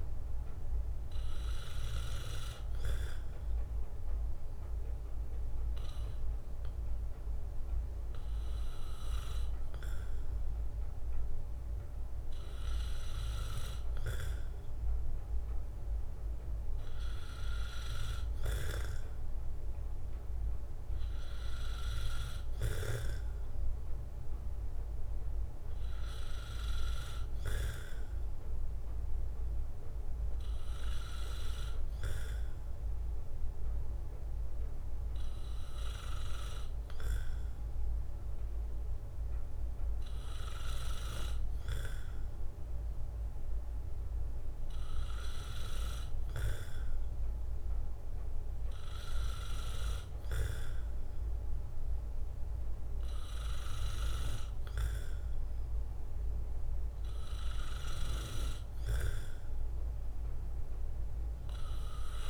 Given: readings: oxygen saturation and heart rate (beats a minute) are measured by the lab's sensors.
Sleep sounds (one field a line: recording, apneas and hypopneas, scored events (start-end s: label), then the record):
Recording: breathing in sleep by a room microphone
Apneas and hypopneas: 1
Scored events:
2.00-14.00 s: obstructive apnea (oxygen 95% before, 92% lowest, heart rate 69 before, 63 extreme, up 0 after)
16.50-20.50 s: arousal
From the record:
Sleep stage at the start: N2 (light sleep)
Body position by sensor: on the right side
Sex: male